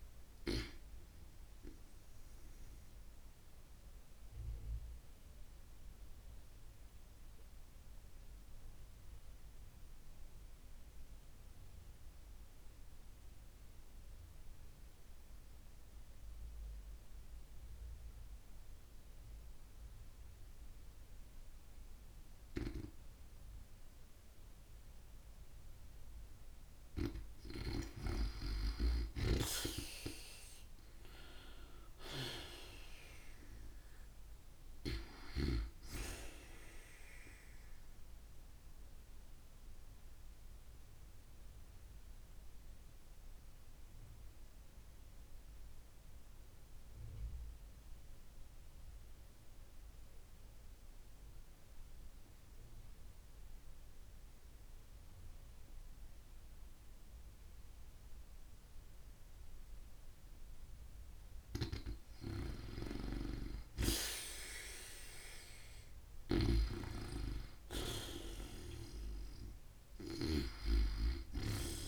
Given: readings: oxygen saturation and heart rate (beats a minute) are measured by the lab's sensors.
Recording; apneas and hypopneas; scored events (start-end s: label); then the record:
breathing in sleep by a room microphone; 2
0.00-8.00 s: oxygen desaturation (device-marked, oxygen 88% lowest)
3.00-25.00 s: obstructive apnea (oxygen 94% before, 87% lowest)
27.50-30.50 s: arousal
31.00-38.00 s: oxygen desaturation (device-marked, oxygen 92% before, 89% lowest)
39.00-61.00 s: obstructive apnea (oxygen 93% before, 87% lowest)
61.50-70.00 s: snoring (device-marked)
62.00-71.87 s: oxygen desaturation (device-marked, oxygen 95% before, 87% lowest)
62.50-66.00 s: arousal
From the record:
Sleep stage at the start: N2 (light sleep); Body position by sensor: on the back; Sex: female